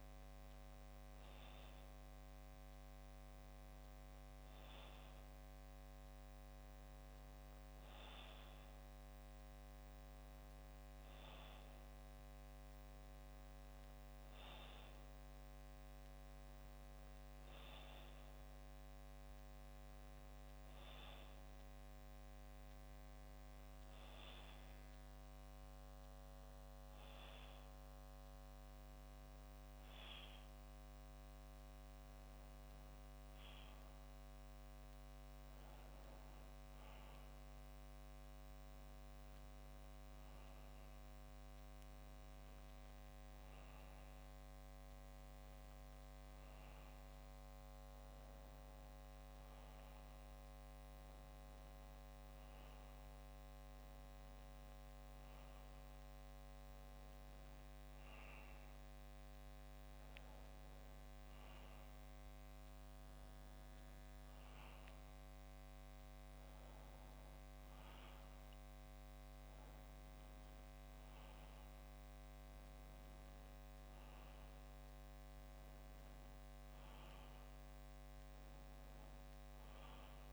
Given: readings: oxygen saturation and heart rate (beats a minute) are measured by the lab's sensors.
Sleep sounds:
breathing in sleep, hard to hear, by a microphone on the trachea; none
none scored
From the record:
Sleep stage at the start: N2 (light sleep); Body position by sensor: on the back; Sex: male

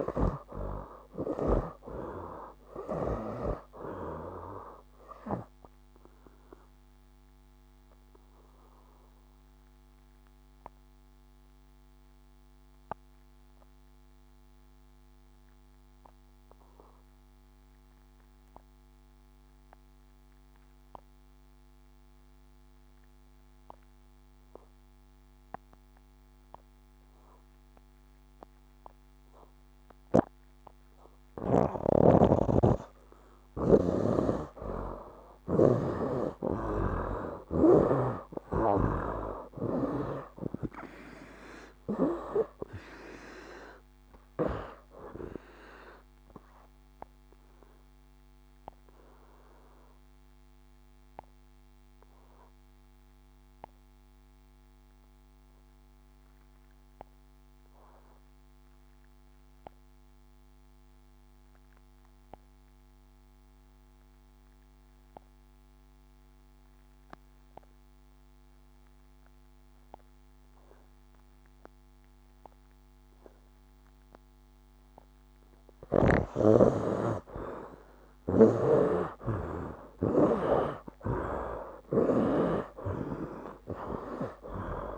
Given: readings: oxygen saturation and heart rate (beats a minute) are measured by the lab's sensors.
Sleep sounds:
breathing in sleep by a microphone on the trachea; 2
0.00-20.50 s: oxygen desaturation (device-marked, oxygen 77% lowest, heart rate 64 extreme)
5.00-32.00 s: obstructive apnea (oxygen 98% before, 73% lowest, heart rate 70 before, 64 extreme, up 17 after)
26.50-64.50 s: oxygen desaturation (device-marked, oxygen 97% before, 73% lowest, heart rate 70 before, 66 extreme)
32.00-35.50 s: snoring (device-marked)
34.00-38.00 s: arousal
46.50-75.50 s: obstructive apnea (oxygen 97% before, 73% lowest, heart rate 75 before, 66 extreme, up 14 after)
66.50-84.98 s: oxygen desaturation (device-marked, oxygen 97% before, 73% lowest, heart rate 73 before, 63 extreme)
78.00-84.98 s: snoring (device-marked)
79.00-84.00 s: arousal
From the record:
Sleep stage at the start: N2 (light sleep); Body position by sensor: on the right side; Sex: male

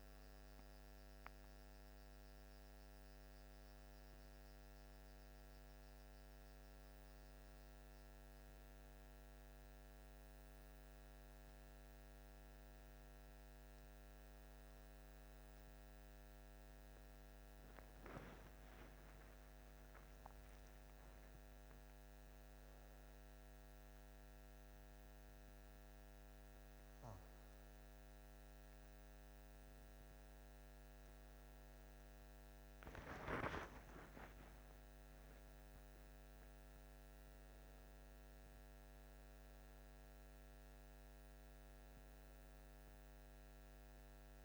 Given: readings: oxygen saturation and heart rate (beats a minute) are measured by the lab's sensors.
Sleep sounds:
breathing in sleep, hard to hear, by a microphone on the trachea; none
30.00-34.00 s: arousal
From the record:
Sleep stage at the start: N1 (lightest sleep); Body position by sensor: on the back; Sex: male

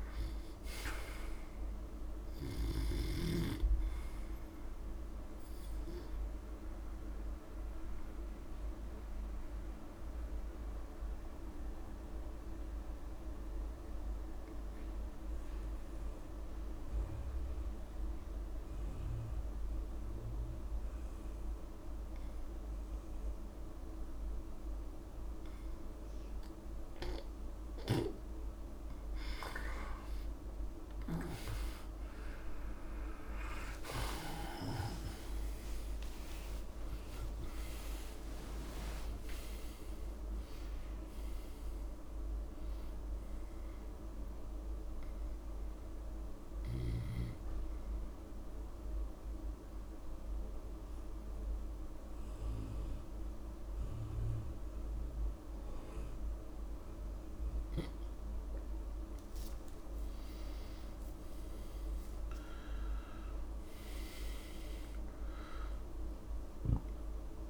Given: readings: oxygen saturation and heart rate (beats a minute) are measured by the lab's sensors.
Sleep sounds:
breathing in sleep by a room microphone; 2
0.00-17.00 s: oxygen desaturation (device-marked, oxygen 88% lowest)
6.00-27.00 s: obstructive apnea (oxygen 94% before, 88% lowest)
27.00-60.00 s: oxygen desaturation (device-marked, oxygen 98% before, 89% lowest)
34.00-38.50 s: arousal
38.00-40.00 s: long interval between heartbeats (device-marked)
48.50-59.00 s: mixed apnea (oxygen 98% before, 89% lowest, heart rate 72 before, 78 extreme, up 39 after)
49.50-51.50 s: long interval between heartbeats (device-marked, heart rate 77 before, 100 extreme)
52.00-54.00 s: long interval between heartbeats (device-marked, heart rate 92 before, 105 extreme)
55.50-57.50 s: long interval between heartbeats (device-marked, heart rate 105 before, 103 extreme)
60.00-62.00 s: long interval between heartbeats (device-marked, heart rate 109 before, 115 extreme)
63.00-65.00 s: long interval between heartbeats (device-marked, heart rate 107 before, 133 extreme)
66.00-67.50 s: long interval between heartbeats (device-marked, heart rate 109 before, 127 extreme)
From the record:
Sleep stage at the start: N2 (light sleep); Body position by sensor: on the back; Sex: male

